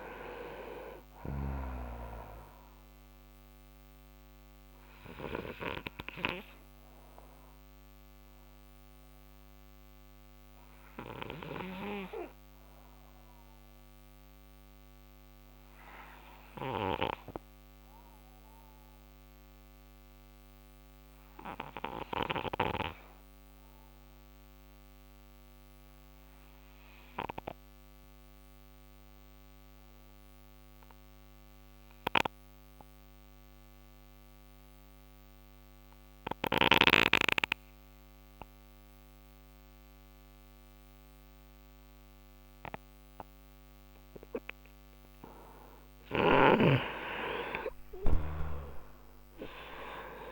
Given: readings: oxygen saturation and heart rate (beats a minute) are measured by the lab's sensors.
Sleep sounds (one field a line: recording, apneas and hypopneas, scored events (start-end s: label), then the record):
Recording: breathing in sleep by a microphone on the trachea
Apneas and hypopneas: 1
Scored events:
0.00-1.00 s: oxygen desaturation (device-marked, oxygen 90% lowest, heart rate 57 extreme)
3.00-22.00 s: oxygen desaturation (device-marked, oxygen 95% before, 87% lowest, heart rate 92 before, 57 extreme)
5.50-43.00 s: obstructive apnea (oxygen 97% before, 87% lowest, heart rate 94 before, 57 extreme)
45.50-50.32 s: snoring (device-marked)
47.50-50.32 s: arousal
From the record:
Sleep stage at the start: N2 (light sleep)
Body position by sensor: on the right side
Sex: male